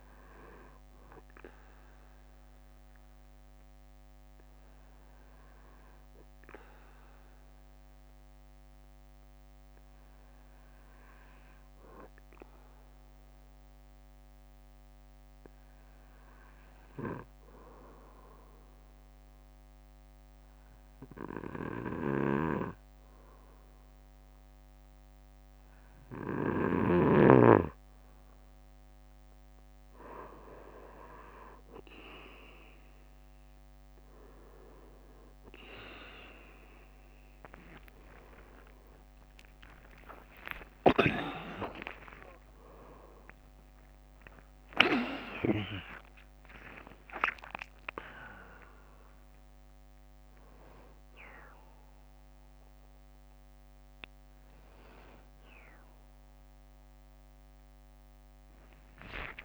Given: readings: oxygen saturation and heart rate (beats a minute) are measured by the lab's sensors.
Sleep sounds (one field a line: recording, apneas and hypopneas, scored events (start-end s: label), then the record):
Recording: a person awake in a sleep study, by a microphone on the trachea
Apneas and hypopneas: 1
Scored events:
0.00-3.50 s: bradycardia (device-marked, heart rate 58 extreme)
5.50-11.50 s: bradycardia (device-marked, heart rate 59 before, 54 extreme)
11.50-25.00 s: hypopnea (oxygen 97% before, 95% lowest, heart rate 59 before, 56 extreme, up 8 after)
13.50-16.50 s: bradycardia (device-marked, heart rate 59 before, 56 extreme)
29.50-59.45 s: new sleep stage, awake
35.50-47.50 s: tachycardia (device-marked, heart rate 59 before, 149 extreme)
From the record:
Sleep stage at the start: N2 (light sleep)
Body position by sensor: on the back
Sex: male